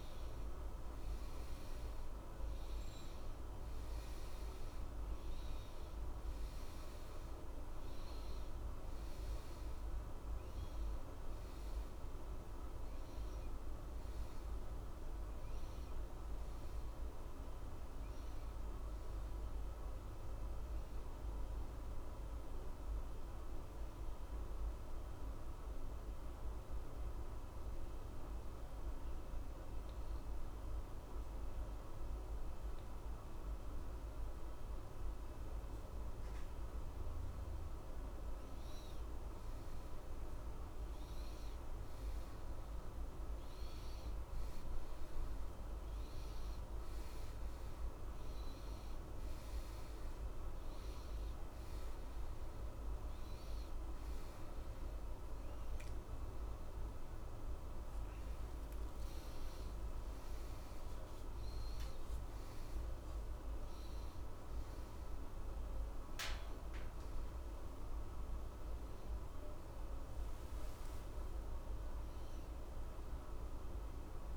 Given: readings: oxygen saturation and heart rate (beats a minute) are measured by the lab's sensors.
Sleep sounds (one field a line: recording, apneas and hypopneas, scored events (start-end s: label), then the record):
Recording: breathing in sleep, hard to hear, by a room microphone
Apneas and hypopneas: 1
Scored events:
26.00-36.00 s: central apnea (oxygen 96% before, 90% lowest, heart rate 57 before, 68 extreme, up 0 after)
38.00-41.00 s: arousal
44.00-74.00 s: oxygen desaturation (device-marked, oxygen 94% before, 90% lowest, heart rate 70 before, 67 extreme)
56.50-61.00 s: arousal
From the record:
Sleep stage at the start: N1 (lightest sleep)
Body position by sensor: on the back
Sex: male